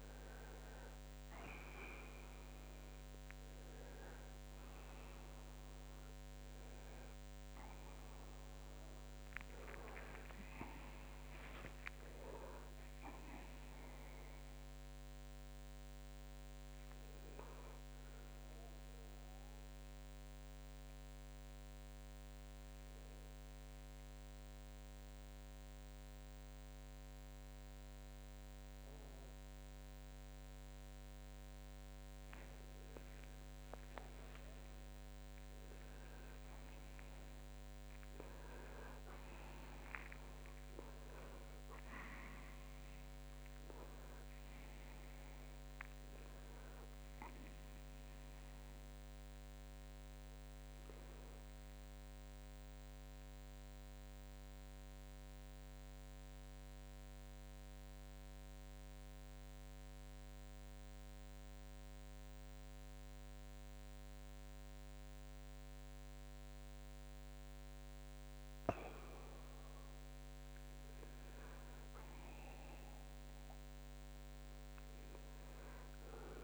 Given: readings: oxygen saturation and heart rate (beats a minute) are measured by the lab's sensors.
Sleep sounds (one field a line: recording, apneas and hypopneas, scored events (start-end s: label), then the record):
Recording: a person awake in a sleep study, hard to hear, by a microphone on the trachea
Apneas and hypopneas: 1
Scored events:
52.00-68.50 s: central apnea (heart rate 98 before, 68 extreme, up 24 after)
From the record:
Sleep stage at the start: awake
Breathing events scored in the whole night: 298 in 4.0 hours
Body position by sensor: on the back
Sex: male